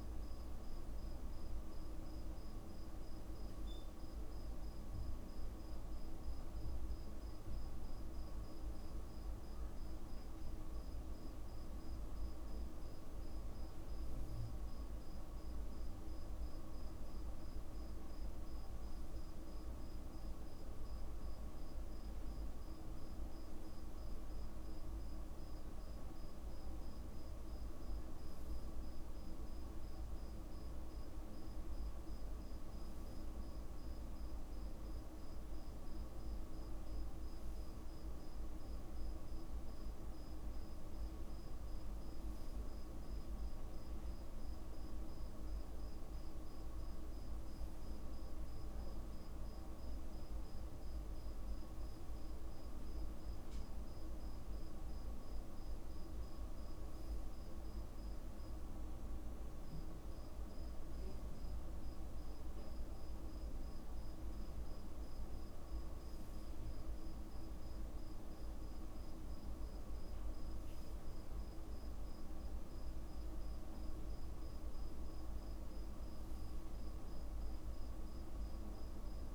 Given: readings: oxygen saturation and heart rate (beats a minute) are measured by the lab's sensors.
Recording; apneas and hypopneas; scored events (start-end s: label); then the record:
breathing in sleep, hard to hear, by a room microphone; none
20.00-22.00 s: long interval between heartbeats (device-marked, heart rate 49 before, 56 extreme)
35.00-37.00 s: long interval between heartbeats (device-marked, heart rate 53 before, 56 extreme)
42.50-44.50 s: long interval between heartbeats (device-marked, heart rate 51 before, 47 extreme)
46.00-48.00 s: long interval between heartbeats (device-marked, heart rate 51 before, 46 extreme)
51.50-53.50 s: long interval between heartbeats (device-marked, heart rate 48 before, 47 extreme)
58.00-60.00 s: long interval between heartbeats (device-marked, heart rate 42 before, 28 extreme)
66.50-68.50 s: long interval between heartbeats (device-marked, heart rate 39 before, 55 extreme)
From the record:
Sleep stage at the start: N2 (light sleep); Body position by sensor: on the back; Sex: male